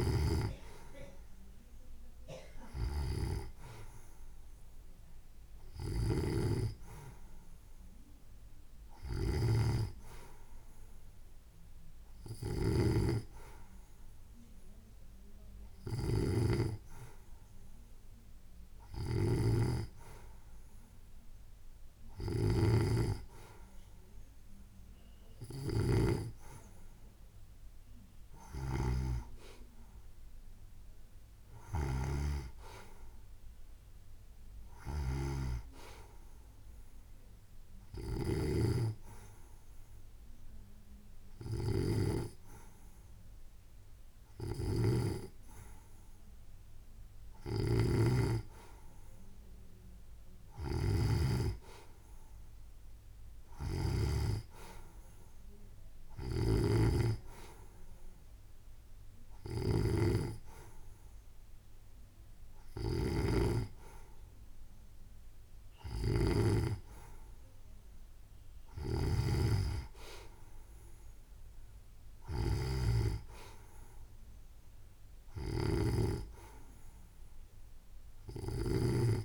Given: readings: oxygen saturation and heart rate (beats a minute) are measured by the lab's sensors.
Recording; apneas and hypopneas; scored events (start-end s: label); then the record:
breathing in sleep by a room microphone; none
none scored
From the record:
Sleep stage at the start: N2 (light sleep); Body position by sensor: on the right side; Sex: female